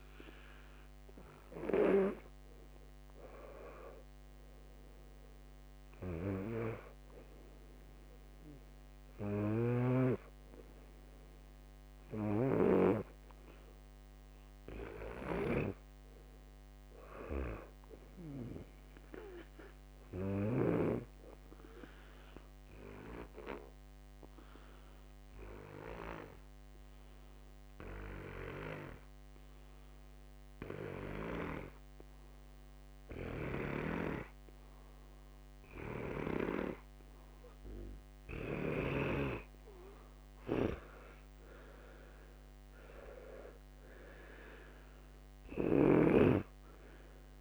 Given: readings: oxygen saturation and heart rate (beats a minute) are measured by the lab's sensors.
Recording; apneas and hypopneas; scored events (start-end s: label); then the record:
breathing in sleep by a microphone on the trachea; 1
9.50-13.00 s: snoring (device-marked)
13.50-17.50 s: arousal
22.00-39.00 s: obstructive apnea (oxygen 99% before, 93% lowest, heart rate 70 before, 64 extreme, up 9 after)
42.00-47.00 s: arousal
42.00-47.41 s: oxygen desaturation (device-marked, oxygen 98% before, 93% lowest, heart rate 66 before, 64 extreme)
45.50-47.41 s: snoring (device-marked)
From the record:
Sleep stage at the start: N2 (light sleep); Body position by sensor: on the back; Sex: male